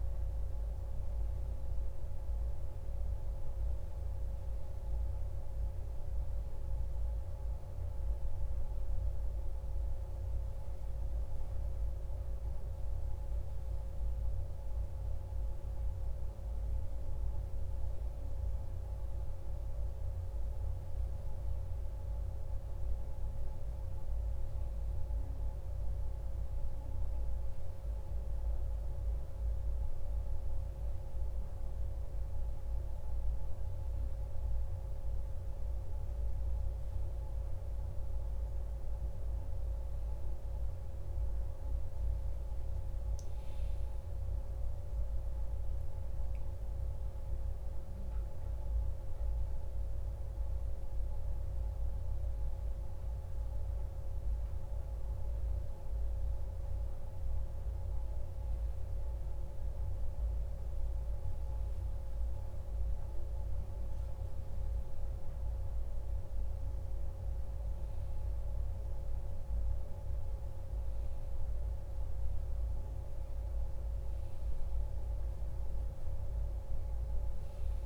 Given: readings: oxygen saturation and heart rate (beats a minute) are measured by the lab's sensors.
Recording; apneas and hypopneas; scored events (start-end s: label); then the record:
breathing in sleep, hard to hear, by a room microphone; none
43.50-47.50 s: arousal
From the record:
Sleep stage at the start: N1 (lightest sleep); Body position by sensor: on the back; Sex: male